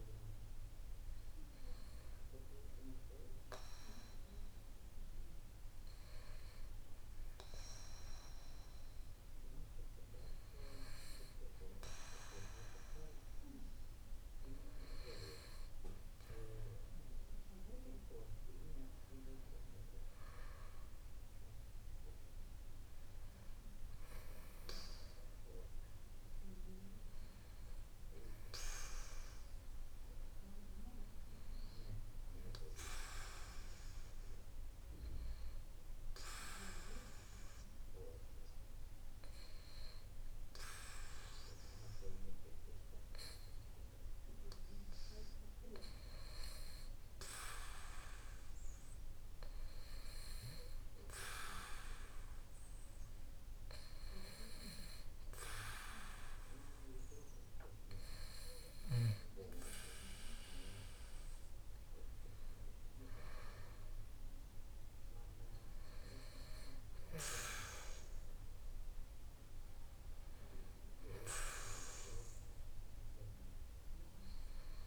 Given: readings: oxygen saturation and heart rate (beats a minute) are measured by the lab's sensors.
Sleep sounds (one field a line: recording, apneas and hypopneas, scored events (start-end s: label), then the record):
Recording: breathing in sleep by a room microphone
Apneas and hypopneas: 2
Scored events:
1.00-12.50 s: hypopnea (oxygen 96% before, 93% lowest, heart rate 60 before, 57 extreme, up 4 after)
15.00-19.00 s: arousal
35.50-59.50 s: hypopnea (oxygen 95% before, 93% lowest, heart rate 58 before, 57 extreme, up 0 after)
61.00-65.50 s: arousal
From the record:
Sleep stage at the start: REM sleep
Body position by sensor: on the back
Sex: male